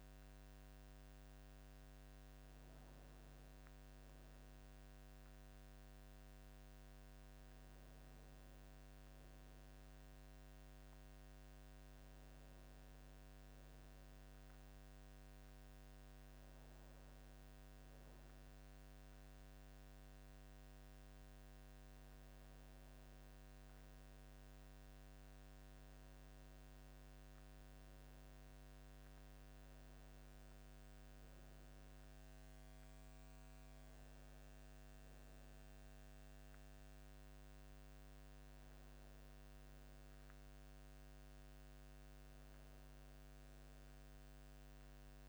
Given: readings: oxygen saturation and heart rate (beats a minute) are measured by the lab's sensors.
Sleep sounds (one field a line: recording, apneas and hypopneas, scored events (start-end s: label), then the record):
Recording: breathing in sleep, hard to hear, by a microphone on the trachea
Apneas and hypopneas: none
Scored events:
none scored
From the record:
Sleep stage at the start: N2 (light sleep)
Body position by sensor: on the back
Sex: male